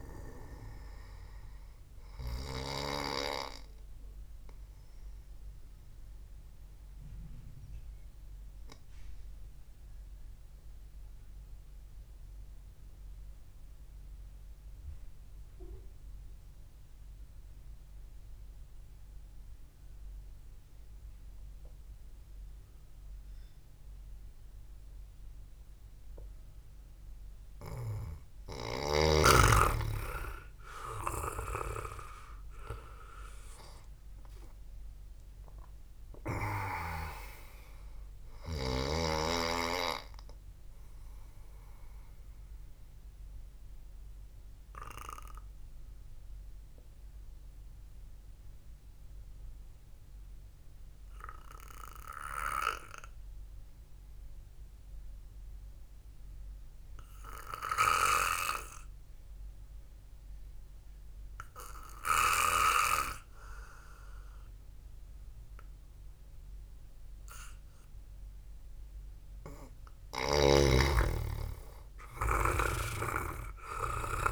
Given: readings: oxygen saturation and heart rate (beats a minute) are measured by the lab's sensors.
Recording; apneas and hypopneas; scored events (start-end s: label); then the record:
breathing in sleep by a room microphone; 2
0.00-12.50 s: oxygen desaturation (device-marked, oxygen 90% lowest, heart rate 64 extreme)
5.00-29.00 s: mixed apnea (oxygen 97% before, 90% lowest, heart rate 74 before, 64 extreme, up 8 after)
30.50-44.50 s: oxygen desaturation (device-marked, oxygen 98% before, 92% lowest, heart rate 69 before, 63 extreme)
31.50-36.00 s: arousal
42.50-69.50 s: mixed apnea (oxygen 98% before, 90% lowest, heart rate 70 before, 58 extreme, up 4 after)
46.50-55.50 s: oxygen desaturation (device-marked, oxygen 93% before, 90% lowest, heart rate 71 before, 58 extreme)
70.50-74.32 s: oxygen desaturation (device-marked, oxygen 98% before, 90% lowest, heart rate 68 before, 60 extreme)
71.50-74.32 s: arousal
From the record:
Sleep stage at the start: N2 (light sleep); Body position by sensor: on the back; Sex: male